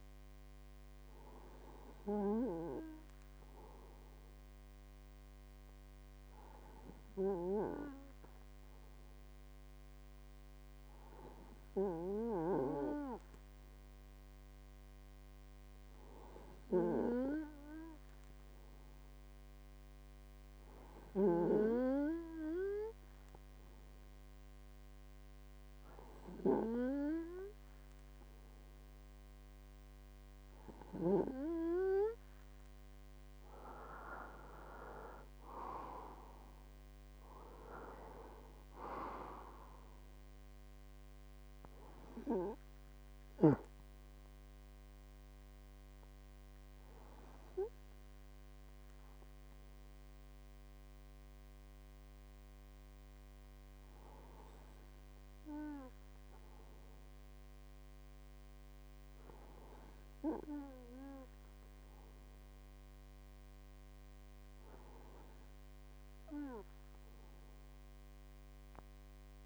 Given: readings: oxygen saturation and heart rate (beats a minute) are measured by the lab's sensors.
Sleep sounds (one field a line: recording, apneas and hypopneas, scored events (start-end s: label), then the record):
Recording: breathing in sleep by a microphone on the trachea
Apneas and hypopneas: none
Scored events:
none scored
From the record:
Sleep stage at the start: N2 (light sleep)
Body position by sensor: on the right side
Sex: male